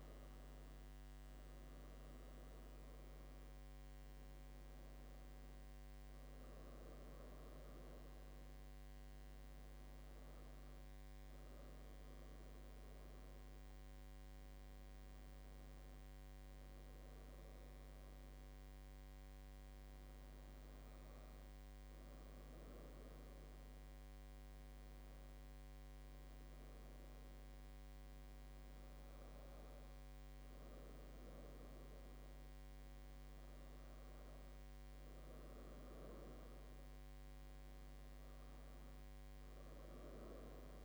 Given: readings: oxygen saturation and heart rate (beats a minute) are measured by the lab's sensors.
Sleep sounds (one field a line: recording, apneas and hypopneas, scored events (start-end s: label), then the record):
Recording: breathing in sleep, hard to hear, by a microphone on the trachea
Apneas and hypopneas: none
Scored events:
none scored
From the record:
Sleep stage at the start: N1 (lightest sleep)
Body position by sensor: on the right side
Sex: female